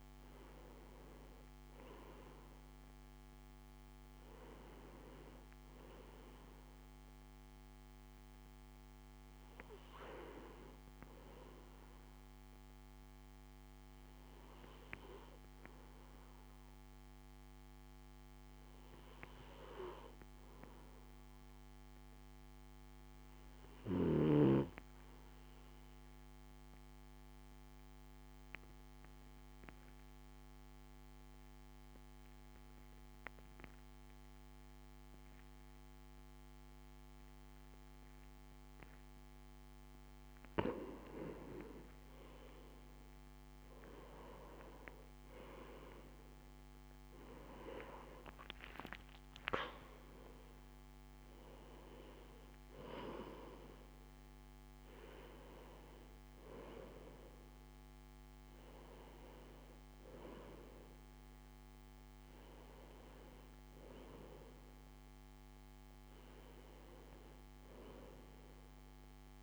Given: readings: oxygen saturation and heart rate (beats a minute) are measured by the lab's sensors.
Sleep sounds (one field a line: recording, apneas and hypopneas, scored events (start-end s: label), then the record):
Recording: breathing in sleep by a microphone on the trachea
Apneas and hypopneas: 1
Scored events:
24.00-39.50 s: obstructive apnea (oxygen 97% before, 92% lowest, heart rate 58 before, 56 extreme, up 4 after)
37.50-69.43 s: oxygen desaturation (device-marked, oxygen 96% before, 92% lowest, heart rate 57 before, 53 extreme)
41.00-46.50 s: arousal
From the record:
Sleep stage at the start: REM sleep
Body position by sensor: on the right side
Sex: male